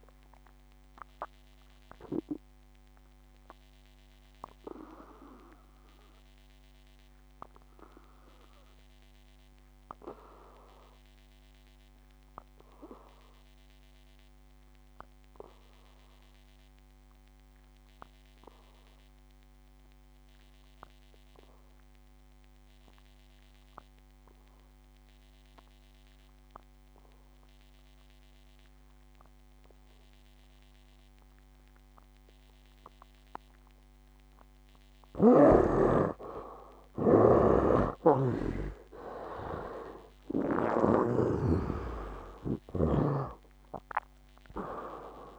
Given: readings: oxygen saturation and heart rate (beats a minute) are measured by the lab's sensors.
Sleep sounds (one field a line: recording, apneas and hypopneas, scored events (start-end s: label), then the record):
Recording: breathing in sleep by a microphone on the trachea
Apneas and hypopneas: 1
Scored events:
0.50-23.50 s: oxygen desaturation (device-marked, oxygen 91% before, 75% lowest, heart rate 64 before, 56 extreme)
1.00-33.00 s: obstructive apnea (oxygen 96% before, 73% lowest, heart rate 64 before, 56 extreme, up 15 after)
31.50-45.39 s: oxygen desaturation (device-marked, oxygen 98% before, 73% lowest, heart rate 58 before, 57 extreme)
38.50-42.50 s: arousal
From the record:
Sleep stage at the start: N2 (light sleep)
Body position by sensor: on the back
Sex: male